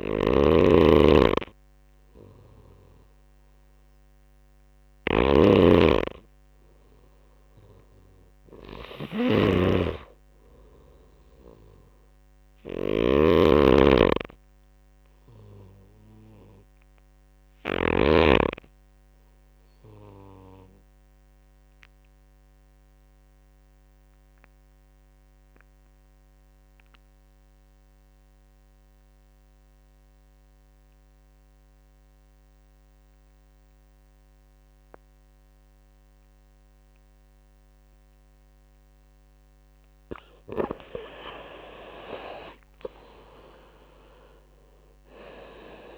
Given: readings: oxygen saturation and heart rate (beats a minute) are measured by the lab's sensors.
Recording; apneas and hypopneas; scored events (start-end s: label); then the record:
breathing in sleep by a microphone on the trachea; 1
0.00-8.00 s: oxygen desaturation (device-marked, oxygen 89% lowest)
0.00-17.50 s: snoring (device-marked)
10.50-13.50 s: arousal
16.00-24.00 s: oxygen desaturation (device-marked, oxygen 97% before, 94% lowest)
18.00-37.50 s: obstructive apnea (oxygen 97% before, 83% lowest)
26.00-45.98 s: oxygen desaturation (device-marked, oxygen 96% before, 83% lowest)
40.50-44.50 s: arousal
From the record:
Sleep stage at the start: N2 (light sleep); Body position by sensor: on the right side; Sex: male